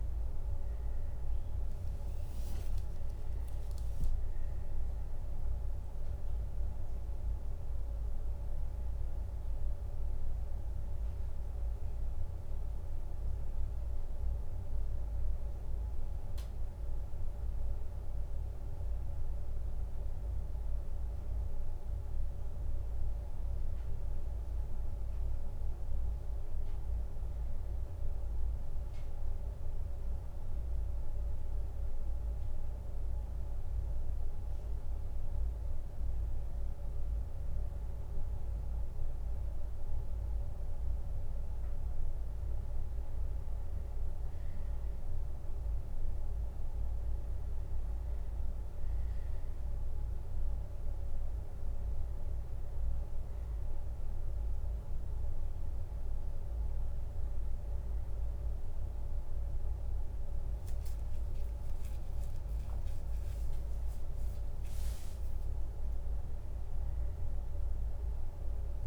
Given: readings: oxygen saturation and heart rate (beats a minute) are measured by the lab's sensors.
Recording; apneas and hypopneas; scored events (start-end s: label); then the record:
a person awake in a sleep study, hard to hear, by a room microphone; none
none scored
From the record:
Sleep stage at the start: awake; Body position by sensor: on the left side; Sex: male